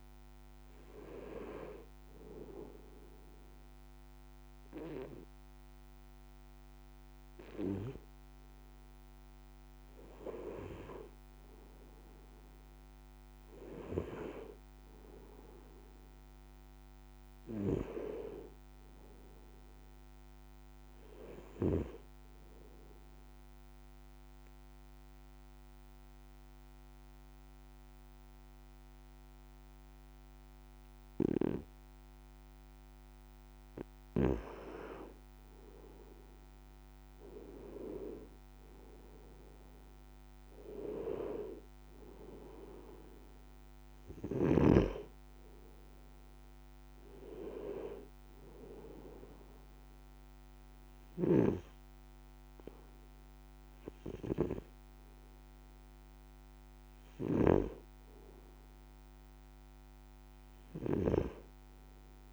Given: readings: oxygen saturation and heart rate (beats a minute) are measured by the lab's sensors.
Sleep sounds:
breathing in sleep by a microphone on the trachea; 2
1.50-11.50 s: hypopnea (oxygen 96% before, 93% lowest, heart rate 57 before, 55 extreme, up 3 after)
14.50-18.50 s: arousal
23.00-34.00 s: obstructive apnea (oxygen 96% before, 91% lowest, heart rate 57 before, 54 extreme, up 5 after)
37.00-41.00 s: arousal
From the record:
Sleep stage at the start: N2 (light sleep); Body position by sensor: on the right side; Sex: male

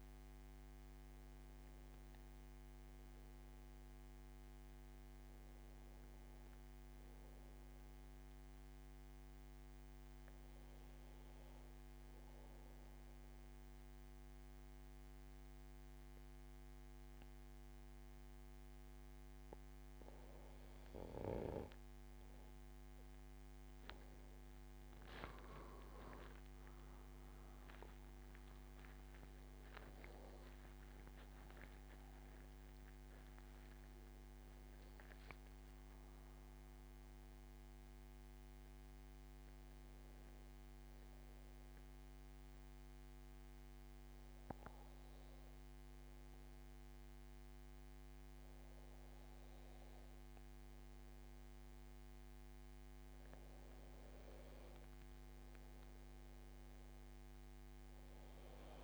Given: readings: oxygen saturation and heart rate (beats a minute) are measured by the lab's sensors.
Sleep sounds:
breathing in sleep, hard to hear, by a microphone on the trachea; 2
9.50-23.00 s: hypopnea (oxygen 97% before, 94% lowest, heart rate 80 before, 77 extreme, up 11 after)
25.50-30.50 s: arousal
42.00-54.00 s: obstructive apnea (oxygen 97% before, 92% lowest, heart rate 88 before, 79 extreme, up 3 after)
55.50-58.84 s: arousal
From the record:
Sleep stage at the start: N2 (light sleep); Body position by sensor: on the back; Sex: male

